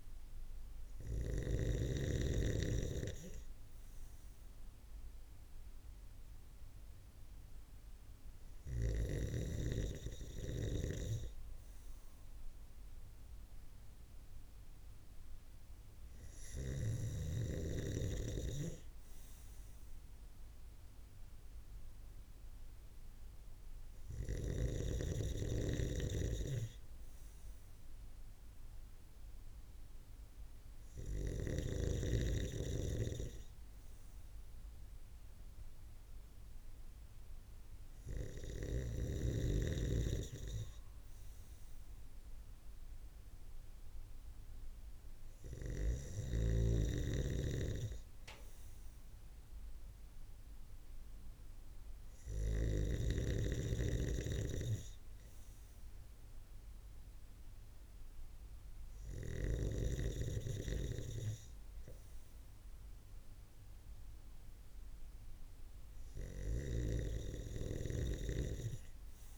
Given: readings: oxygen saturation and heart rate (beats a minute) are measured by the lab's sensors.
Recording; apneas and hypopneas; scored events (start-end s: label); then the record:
breathing in sleep by a room microphone; none
5.00-69.38 s: new sleep stage, N3 (deep sleep)
45.50-52.00 s: snoring (device-marked)
From the record:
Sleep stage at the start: N2 (light sleep); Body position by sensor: on the right side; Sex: male